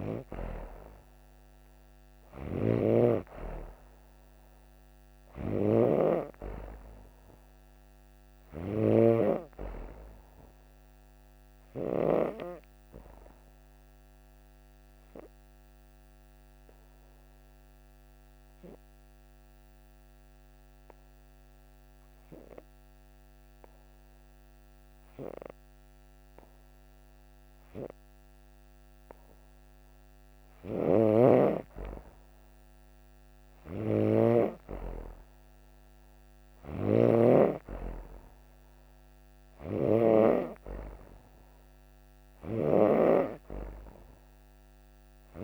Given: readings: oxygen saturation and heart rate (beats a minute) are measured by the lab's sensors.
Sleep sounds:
breathing in sleep by a microphone on the trachea; 1
0.00-3.50 s: arousal
0.00-12.00 s: snoring (device-marked)
10.50-28.50 s: obstructive apnea (oxygen 96% before, 92% lowest)
16.50-30.50 s: oxygen desaturation (device-marked, oxygen 96% before, 92% lowest)
30.50-40.00 s: snoring (device-marked)
33.00-37.00 s: arousal
42.00-45.44 s: snoring (device-marked)
From the record:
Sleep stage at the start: N2 (light sleep); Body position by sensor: on the back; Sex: female

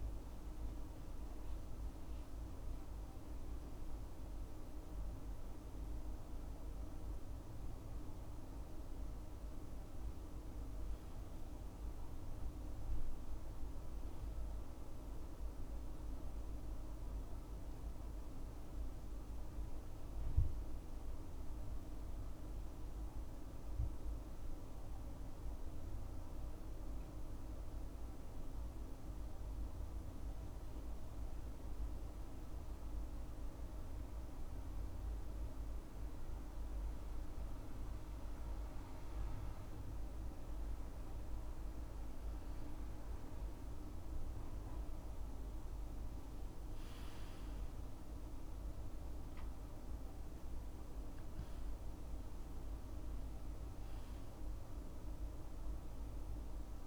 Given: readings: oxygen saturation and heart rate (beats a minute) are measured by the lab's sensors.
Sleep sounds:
breathing in sleep, hard to hear, by a room microphone; 1
10.50-14.00 s: arousal
21.50-36.00 s: hypopnea (oxygen 98% before, 95% lowest, heart rate 70 before, 69 extreme, up 2 after)
42.00-56.87 s: oxygen desaturation (device-marked, oxygen 98% before, 95% lowest, heart rate 70 before, 67 extreme)
45.00-50.00 s: arousal
From the record:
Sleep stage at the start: N2 (light sleep); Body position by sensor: on the left side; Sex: male

